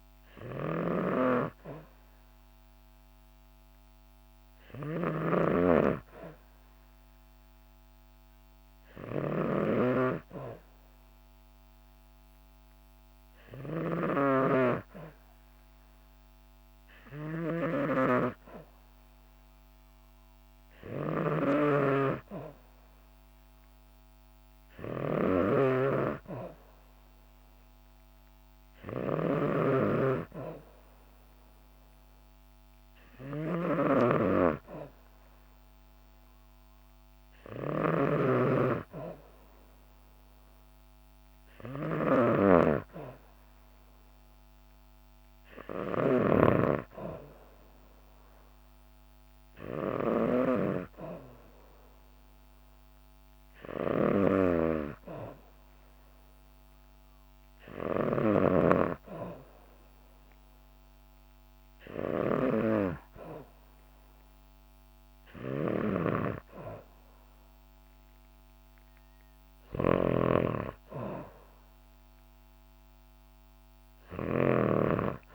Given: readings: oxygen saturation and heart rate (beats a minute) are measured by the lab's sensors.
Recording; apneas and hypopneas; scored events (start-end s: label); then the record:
breathing in sleep by a microphone on the trachea; none
0.00-75.34 s: snoring (device-marked)
From the record:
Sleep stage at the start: N2 (light sleep); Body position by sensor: on the back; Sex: female